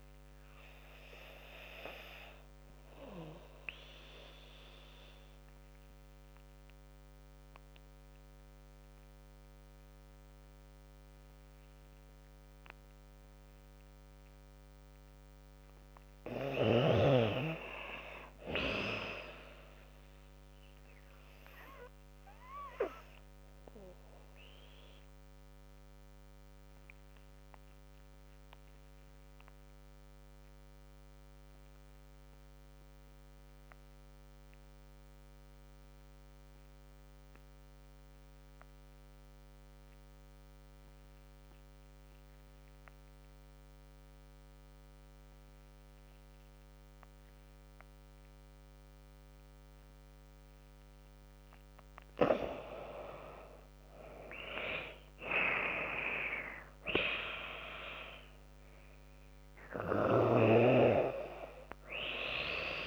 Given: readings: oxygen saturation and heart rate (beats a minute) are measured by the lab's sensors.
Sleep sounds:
breathing in sleep by a microphone on the trachea; 2
0.00-2.00 s: drop in pulse transit time (device-marked, heart rate 82 extreme)
4.50-15.00 s: obstructive apnea (oxygen 98% before, 87% lowest, heart rate 82 before, 70 extreme, up 11 after)
17.00-20.00 s: arousal
25.00-50.00 s: obstructive apnea (oxygen 98% before, 87% lowest, heart rate 81 before, 68 extreme, up 22 after)
52.00-62.87 s: oxygen desaturation (device-marked, oxygen 96% before, 87% lowest, heart rate 71 before, 74 extreme)
52.50-56.50 s: arousal
54.00-62.87 s: drop in pulse transit time (device-marked, heart rate 71 before, 76 extreme)
From the record:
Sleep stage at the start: N2 (light sleep); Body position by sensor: on the back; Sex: female

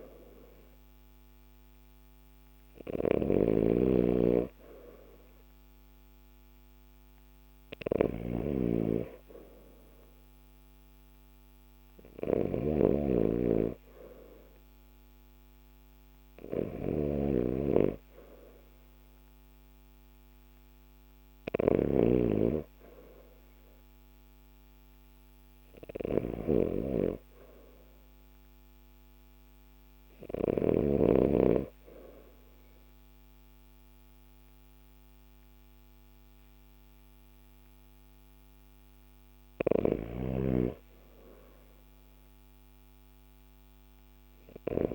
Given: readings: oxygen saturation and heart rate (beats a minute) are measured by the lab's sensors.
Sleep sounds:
breathing in sleep by a microphone on the trachea; none
0.00-30.50 s: snoring (device-marked)
39.00-44.95 s: snoring (device-marked)
From the record:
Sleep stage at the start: REM sleep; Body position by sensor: on the left side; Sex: male

